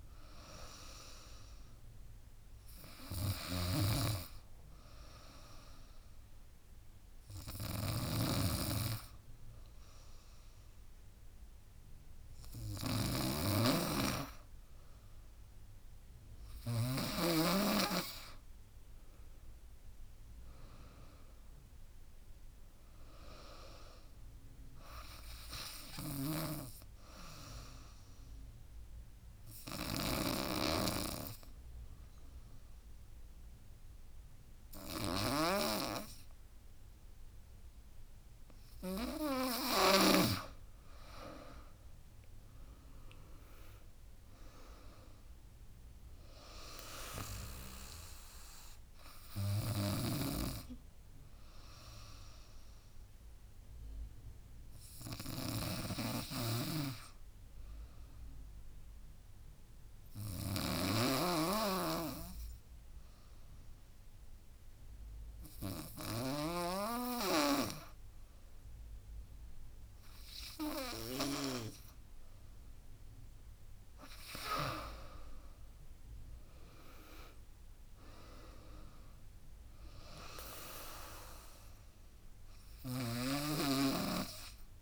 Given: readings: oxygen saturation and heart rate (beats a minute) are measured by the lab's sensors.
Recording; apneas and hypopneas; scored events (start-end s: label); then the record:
breathing in sleep by a room microphone; 3
0.50-84.82 s: new sleep stage, N2 (light sleep)
3.00-17.00 s: snoring (device-marked)
4.00-16.50 s: hypopnea (oxygen 97% before, 90% lowest, heart rate 76 before, 77 extreme, up 10 after)
18.50-22.00 s: arousal
21.50-35.50 s: oxygen desaturation (device-marked, oxygen 95% before, 91% lowest, heart rate 80 before, 74 extreme)
26.00-40.00 s: snoring (device-marked)
28.00-40.00 s: obstructive apnea (oxygen 96% before, 89% lowest, heart rate 82 before, 74 extreme, up 7 after)
41.50-53.50 s: drop in pulse transit time (device-marked, heart rate 85 before, 81 extreme)
42.00-46.00 s: arousal
48.50-61.50 s: oxygen desaturation (device-marked, oxygen 96% before, 90% lowest, heart rate 86 before, 74 extreme)
49.50-71.50 s: snoring (device-marked)
58.00-72.50 s: obstructive apnea (oxygen 96% before, 89% lowest, heart rate 84 before, 74 extreme, up 14 after)
74.50-84.82 s: drop in pulse transit time (device-marked, heart rate 78 before, 79 extreme)
74.50-84.82 s: oxygen desaturation (device-marked, oxygen 97% before, 89% lowest, heart rate 78 before, 69 extreme)
75.00-78.50 s: arousal
From the record:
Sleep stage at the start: N1 (lightest sleep); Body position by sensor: on the back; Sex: female